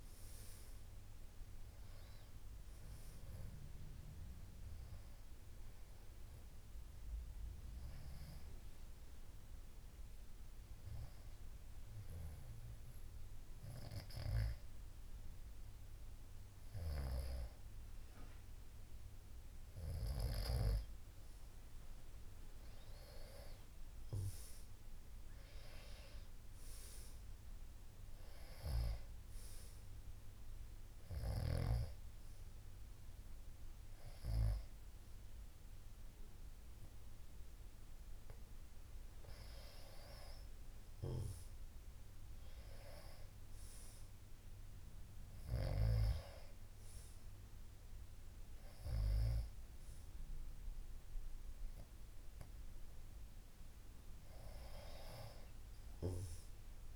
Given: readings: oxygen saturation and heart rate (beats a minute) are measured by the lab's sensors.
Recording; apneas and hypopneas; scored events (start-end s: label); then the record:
breathing in sleep by a room microphone; 2
0.00-13.50 s: oxygen desaturation (device-marked, oxygen 93% lowest, heart rate 61 extreme)
0.50-56.96 s: new sleep stage, N2 (light sleep)
9.00-21.00 s: hypopnea (oxygen 96% before, 93% lowest, heart rate 65 before, 61 extreme, up 7 after)
23.50-26.50 s: arousal
31.00-41.00 s: hypopnea (oxygen 96% before, 93% lowest, heart rate 64 before, 62 extreme, up 3 after)
43.00-47.00 s: arousal
From the record:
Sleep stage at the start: N1 (lightest sleep); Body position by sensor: on the back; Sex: female